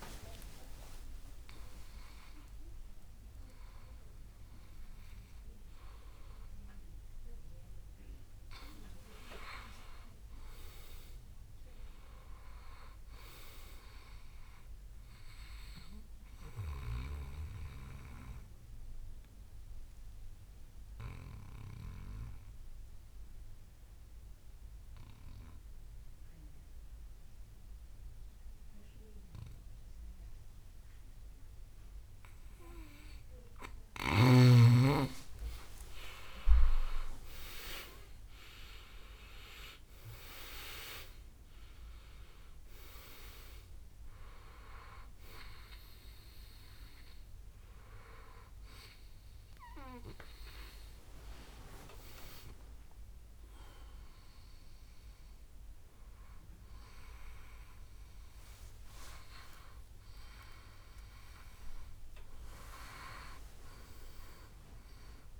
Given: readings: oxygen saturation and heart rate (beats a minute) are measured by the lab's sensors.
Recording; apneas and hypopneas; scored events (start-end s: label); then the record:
breathing in sleep by a room microphone; 2
0.00-9.00 s: oxygen desaturation (device-marked, oxygen 92% lowest, heart rate 63 extreme)
1.00-5.00 s: arousal
17.00-34.00 s: obstructive apnea (oxygen 98% before, 92% lowest, heart rate 79 before, 63 extreme, up 24 after)
36.50-40.00 s: arousal
45.50-57.00 s: hypopnea (oxygen 99% before, 92% lowest, heart rate 74 before, 62 extreme, up 12 after)
59.00-64.00 s: arousal
61.00-65.40 s: oxygen desaturation (device-marked, oxygen 95% before, 92% lowest, heart rate 76 before, 62 extreme)
From the record:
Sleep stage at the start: N2 (light sleep); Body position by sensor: on the back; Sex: male